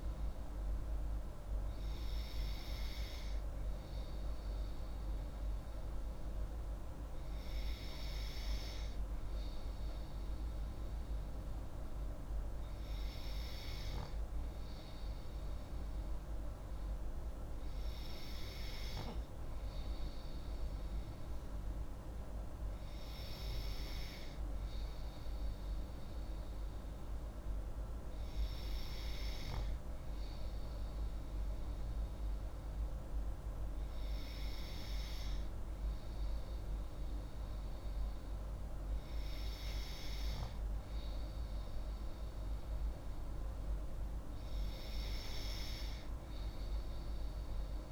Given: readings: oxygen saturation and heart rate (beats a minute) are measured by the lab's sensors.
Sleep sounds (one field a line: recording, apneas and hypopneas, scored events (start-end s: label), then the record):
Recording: breathing in sleep, hard to hear, by a room microphone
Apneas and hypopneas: none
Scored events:
none scored
From the record:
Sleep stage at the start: N3 (deep sleep)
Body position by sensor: on the left side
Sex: female